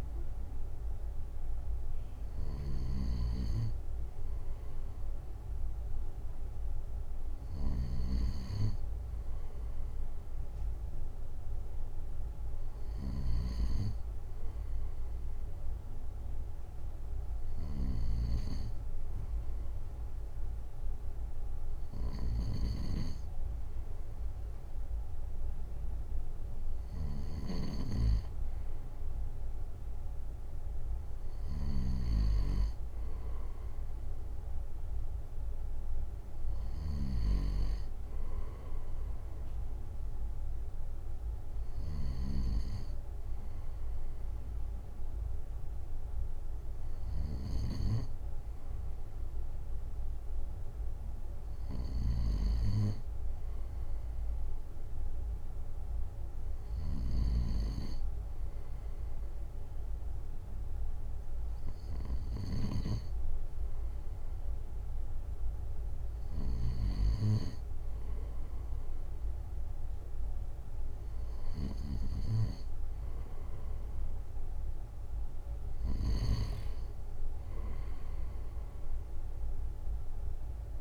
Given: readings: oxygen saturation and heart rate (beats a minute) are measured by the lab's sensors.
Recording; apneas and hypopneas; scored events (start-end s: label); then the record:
breathing in sleep by a room microphone; none
none scored
From the record:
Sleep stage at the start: N2 (light sleep); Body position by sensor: on the right side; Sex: male